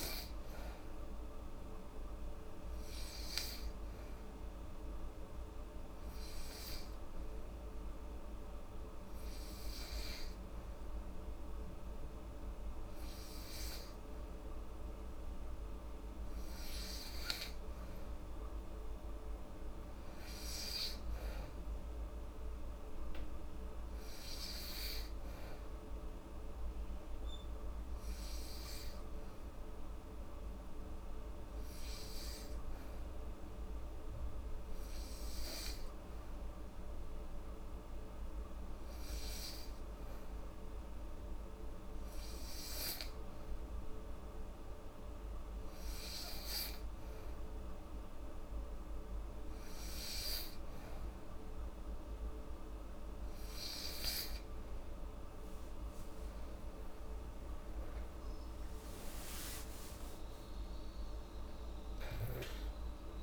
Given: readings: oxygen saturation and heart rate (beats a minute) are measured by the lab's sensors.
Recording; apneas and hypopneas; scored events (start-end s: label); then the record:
breathing in sleep, hard to hear, by a room microphone; 2
1.00-15.00 s: oxygen desaturation (device-marked, oxygen 97% before, 91% lowest, heart rate 72 before, 72 extreme)
4.50-17.50 s: hypopnea (oxygen 97% before, 91% lowest, heart rate 73 before, 72 extreme, up 1 after)
19.00-23.00 s: arousal
30.00-48.50 s: hypopnea (oxygen 94% before, 91% lowest, heart rate 74 before, 73 extreme, up 1 after)
56.50-60.50 s: arousal
From the record:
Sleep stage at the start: N2 (light sleep); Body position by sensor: on the back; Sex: female